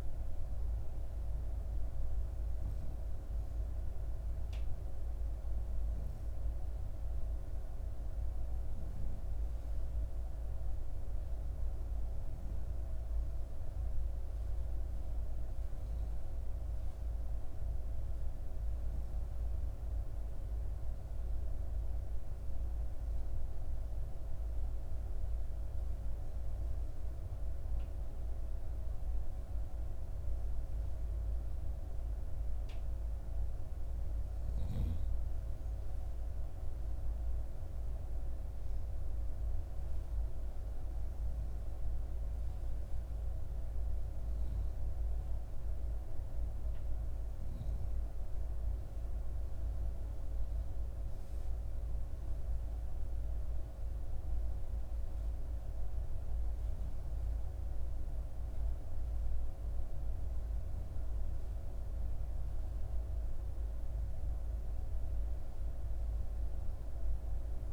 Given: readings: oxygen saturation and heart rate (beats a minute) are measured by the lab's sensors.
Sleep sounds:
breathing in sleep, hard to hear, by a room microphone; none
none scored
From the record:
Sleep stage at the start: N2 (light sleep); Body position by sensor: on the back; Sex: female

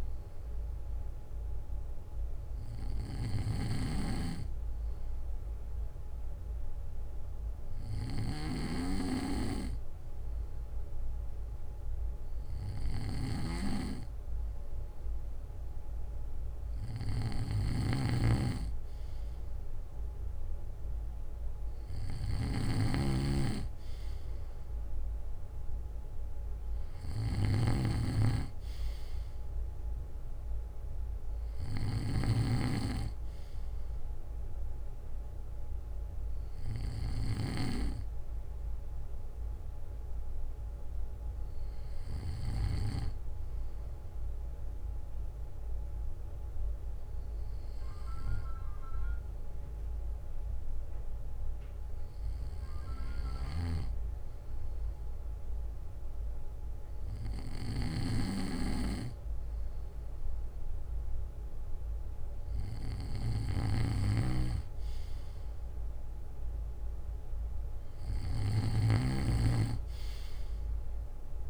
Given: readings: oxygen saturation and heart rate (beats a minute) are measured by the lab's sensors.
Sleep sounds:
breathing in sleep by a room microphone; none
3.00-32.00 s: snoring (device-marked)
49.00-56.00 s: bradycardia (device-marked, heart rate 63 before, 49 extreme)
57.50-71.50 s: snoring (device-marked)
From the record:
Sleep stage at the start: N2 (light sleep); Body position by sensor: on the back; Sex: male

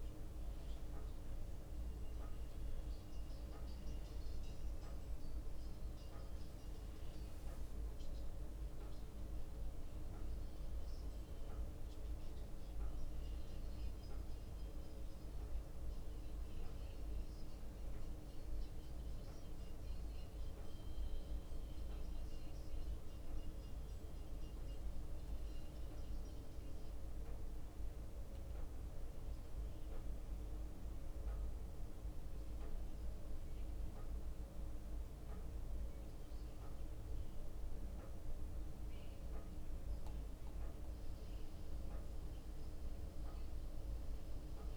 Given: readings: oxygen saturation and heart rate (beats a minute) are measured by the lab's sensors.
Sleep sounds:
a person awake in a sleep study, hard to hear, by a room microphone; none
9.00-12.50 s: leg movement (device-marked)
From the record:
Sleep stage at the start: awake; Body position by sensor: on the back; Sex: male

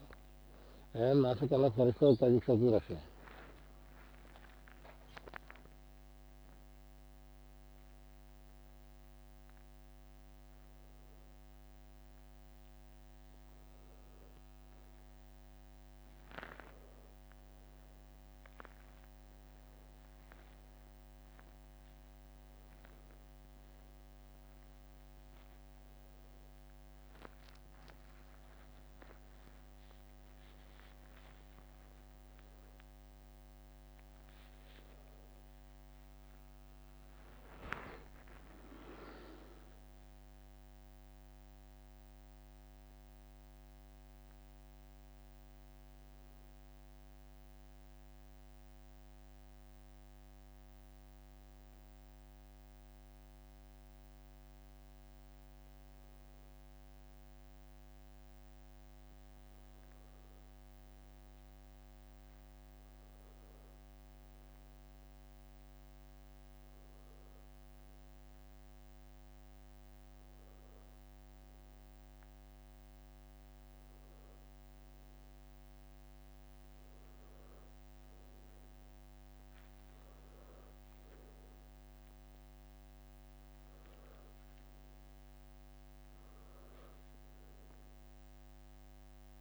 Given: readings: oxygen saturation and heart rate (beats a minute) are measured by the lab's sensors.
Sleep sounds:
a person awake in a sleep study, by a microphone on the trachea; none
16.00-18.00 s: long interval between heartbeats (device-marked, heart rate 41 before, 63 extreme)
20.00-22.00 s: long interval between heartbeats (device-marked, heart rate 46 before, 76 extreme)
35.50-37.50 s: long interval between heartbeats (device-marked, heart rate 63 before, 69 extreme)
87.00-89.00 s: long interval between heartbeats (device-marked, heart rate 48 before, 59 extreme)
From the record:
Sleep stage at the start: awake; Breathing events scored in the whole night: 240 in 4.3 hours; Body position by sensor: on the back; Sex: male

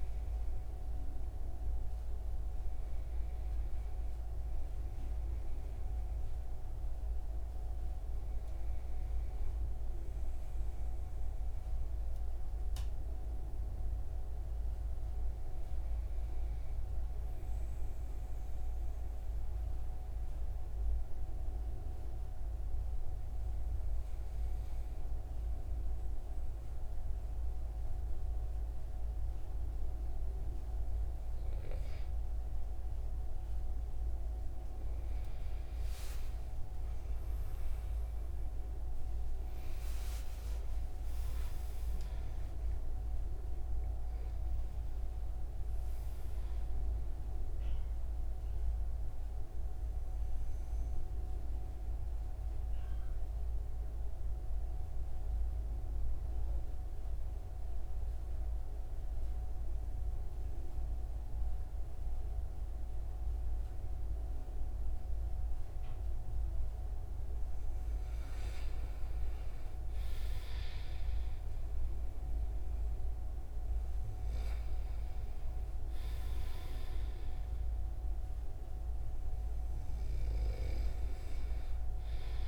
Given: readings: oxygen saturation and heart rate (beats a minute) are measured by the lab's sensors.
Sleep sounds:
breathing in sleep, hard to hear, by a room microphone; 2
10.50-14.50 s: arousal
19.00-30.50 s: hypopnea (oxygen 96% before, 92% lowest)
35.00-40.50 s: arousal
40.50-82.48 s: new sleep stage, N2 (light sleep)
51.50-66.00 s: mixed apnea (oxygen 96% before, 92% lowest)
68.00-72.00 s: arousal
75.50-82.48 s: oxygen desaturation (device-marked, oxygen 96% before, 92% lowest)
From the record:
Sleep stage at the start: N1 (lightest sleep); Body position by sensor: on the right side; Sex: male

